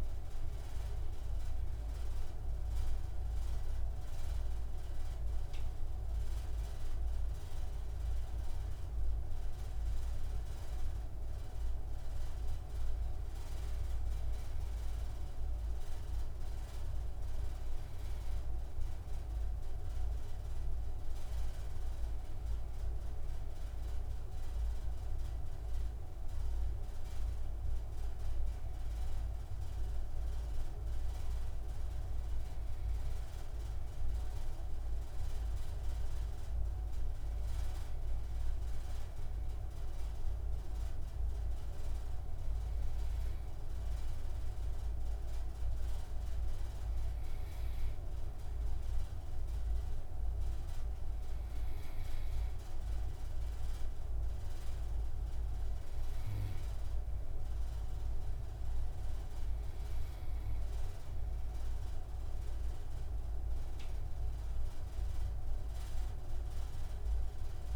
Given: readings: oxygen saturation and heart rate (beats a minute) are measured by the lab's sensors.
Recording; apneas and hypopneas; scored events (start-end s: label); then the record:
breathing in sleep, hard to hear, by a room microphone; none
none scored
From the record:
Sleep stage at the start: N2 (light sleep); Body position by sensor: on the right side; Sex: male